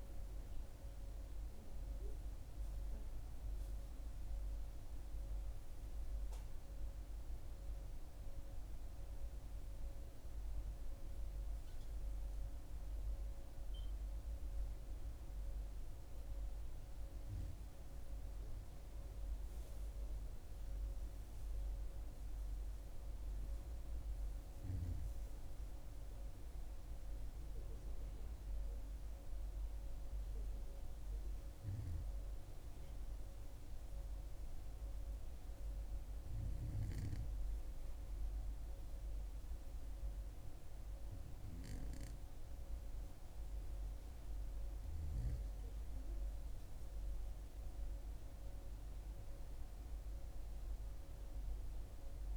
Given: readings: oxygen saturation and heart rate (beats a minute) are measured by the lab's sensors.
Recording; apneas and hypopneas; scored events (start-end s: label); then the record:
breathing in sleep, hard to hear, by a room microphone; 2
0.00-1.00 s: arousal
6.00-17.00 s: hypopnea (oxygen 97% before, 94% lowest, heart rate 63 before, 60 extreme, up 5 after)
19.00-22.00 s: arousal
20.50-39.50 s: oxygen desaturation (device-marked, oxygen 97% before, 94% lowest, heart rate 63 before, 60 extreme)
31.50-44.00 s: hypopnea (oxygen 97% before, 94% lowest, heart rate 62 before, 60 extreme, up 6 after)
46.00-50.00 s: arousal
From the record:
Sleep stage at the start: N2 (light sleep); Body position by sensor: on the back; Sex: female